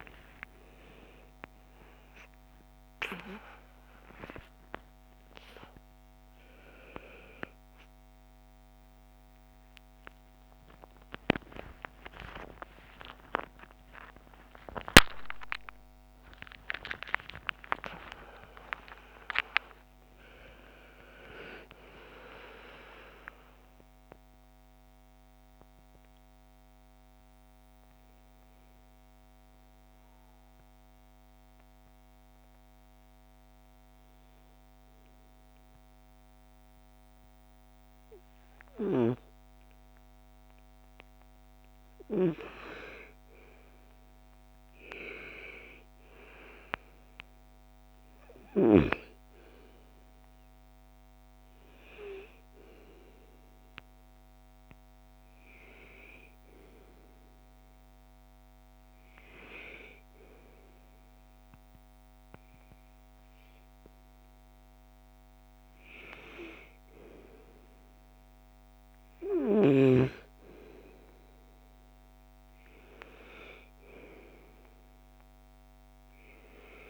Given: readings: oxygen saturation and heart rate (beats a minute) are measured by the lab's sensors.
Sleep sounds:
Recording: a person partly awake in a sleep study, by a microphone on the trachea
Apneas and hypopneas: 1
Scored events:
0.00-4.50 s: oxygen desaturation (device-marked, oxygen 83% lowest, heart rate 67 extreme)
26.50-76.90 s: new sleep stage, N1 (lightest sleep)
27.50-41.00 s: hypopnea (oxygen 99% before, 90% lowest, heart rate 109 before, 58 extreme, up 12 after)
43.00-46.50 s: arousal
46.50-61.50 s: oxygen desaturation (device-marked, oxygen 99% before, 90% lowest, heart rate 64 before, 59 extreme)
70.50-76.90 s: oxygen desaturation (device-marked, oxygen 97% before, 92% lowest, heart rate 70 before, 58 extreme)
From the record:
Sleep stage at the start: awake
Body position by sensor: on the right side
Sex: female

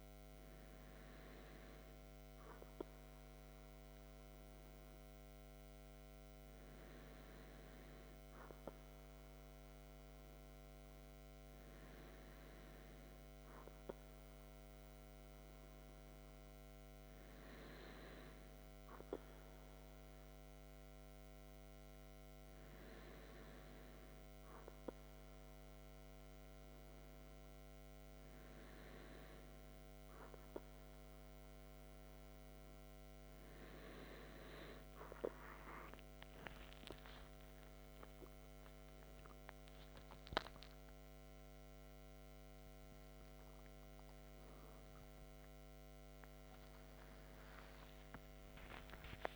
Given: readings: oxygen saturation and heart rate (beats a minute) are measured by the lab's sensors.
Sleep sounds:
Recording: breathing in sleep by a microphone on the trachea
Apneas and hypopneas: none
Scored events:
44.50-49.36 s: new sleep stage, N1 (lightest sleep)
48.00-49.36 s: arousal
From the record:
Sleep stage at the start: N2 (light sleep)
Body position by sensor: on the back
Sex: male

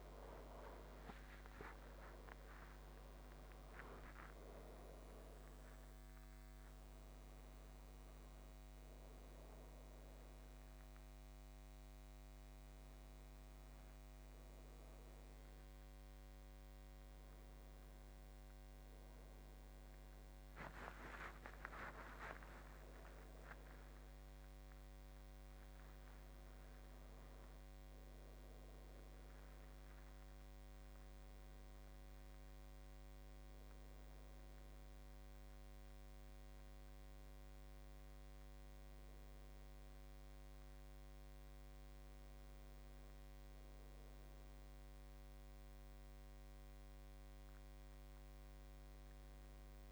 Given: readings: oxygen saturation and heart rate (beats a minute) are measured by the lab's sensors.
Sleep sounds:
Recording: a person partly awake in a sleep study, by a microphone on the trachea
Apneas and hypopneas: none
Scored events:
8.00-16.00 s: oxygen desaturation (device-marked, oxygen 100% before, 96% lowest, heart rate 101 before, 78 extreme)
24.00-49.92 s: new sleep stage, N1 (lightest sleep)
29.00-45.00 s: oxygen desaturation (device-marked, oxygen 97% before, 94% lowest, heart rate 89 before, 75 extreme)
From the record:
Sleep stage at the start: awake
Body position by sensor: on the left side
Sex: male

